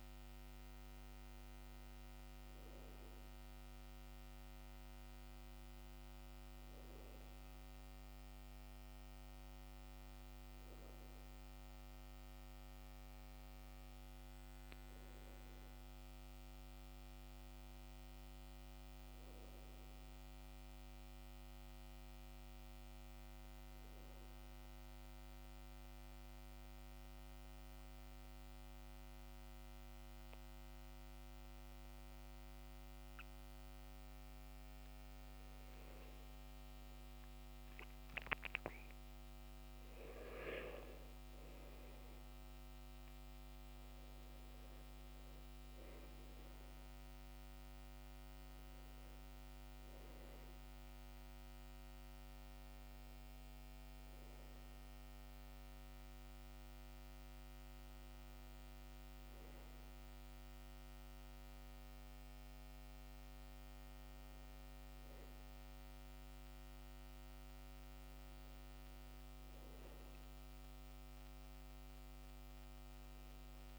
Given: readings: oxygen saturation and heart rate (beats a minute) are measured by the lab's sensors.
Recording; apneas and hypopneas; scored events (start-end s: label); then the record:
breathing in sleep, hard to hear, by a microphone on the trachea; 1
0.00-7.50 s: oxygen desaturation (device-marked, oxygen 90% lowest, heart rate 66 extreme)
25.50-36.00 s: central apnea (oxygen 99% before, 92% lowest, heart rate 67 before, 66 extreme, up 13 after)
31.50-70.50 s: oxygen desaturation (device-marked, oxygen 97% before, 92% lowest, heart rate 67 before, 68 extreme)
38.50-42.00 s: arousal
70.00-73.50 s: arousal
From the record:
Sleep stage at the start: N2 (light sleep); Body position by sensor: on the back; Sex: male